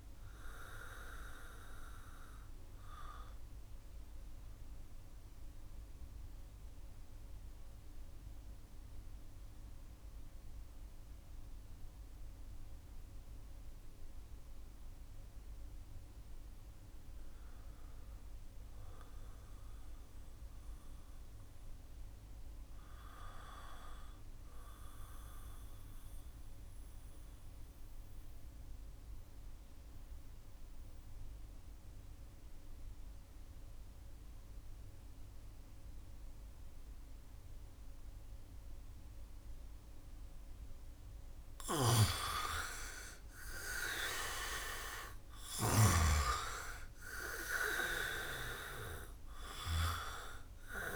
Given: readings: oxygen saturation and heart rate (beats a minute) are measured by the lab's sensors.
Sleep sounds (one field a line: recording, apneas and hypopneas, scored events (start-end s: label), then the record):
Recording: breathing in sleep by a room microphone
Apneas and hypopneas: 1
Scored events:
0.00-16.00 s: oxygen desaturation (device-marked, oxygen 76% lowest, heart rate 63 extreme)
2.00-39.50 s: mixed apnea (oxygen 99% before, 76% lowest, heart rate 68 before, 63 extreme, up 7 after)
29.00-50.96 s: oxygen desaturation (device-marked, oxygen 99% before, 83% lowest, heart rate 69 before, 64 extreme)
41.00-45.50 s: snoring (device-marked)
42.00-46.50 s: arousal
From the record:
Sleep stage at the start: N2 (light sleep)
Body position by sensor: on the back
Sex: male